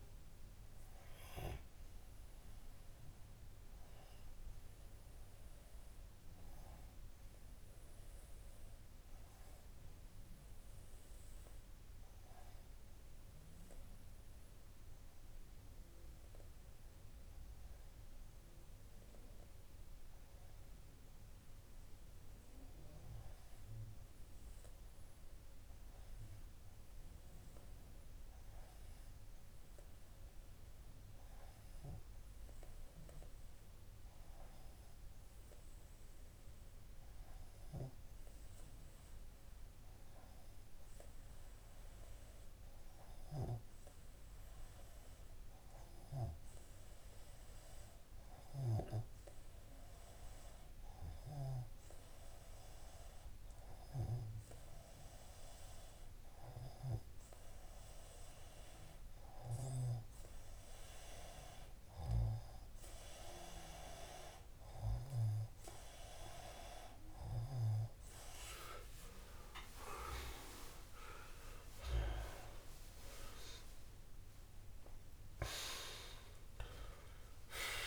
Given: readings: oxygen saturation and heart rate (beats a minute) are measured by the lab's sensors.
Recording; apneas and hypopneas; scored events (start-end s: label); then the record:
breathing in sleep by a room microphone; 1
4.00-68.00 s: obstructive apnea (oxygen 96% before, 94% lowest)
69.00-72.50 s: arousal
From the record:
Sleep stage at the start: N2 (light sleep); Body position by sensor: on the left side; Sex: male